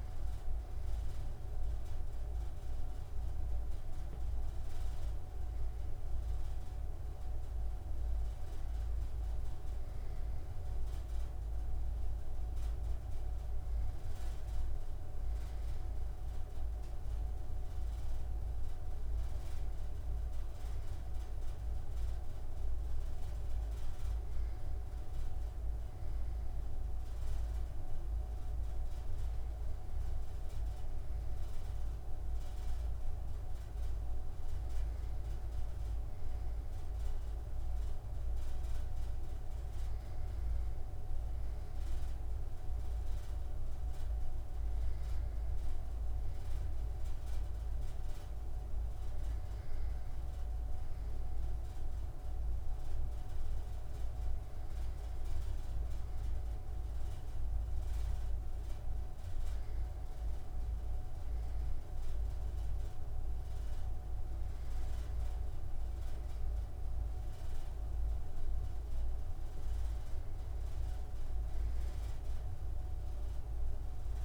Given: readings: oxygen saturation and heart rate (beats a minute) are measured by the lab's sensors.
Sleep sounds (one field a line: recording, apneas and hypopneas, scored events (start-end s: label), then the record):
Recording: breathing in sleep, hard to hear, by a room microphone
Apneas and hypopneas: none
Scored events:
none scored
From the record:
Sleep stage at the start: N2 (light sleep)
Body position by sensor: on the right side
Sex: male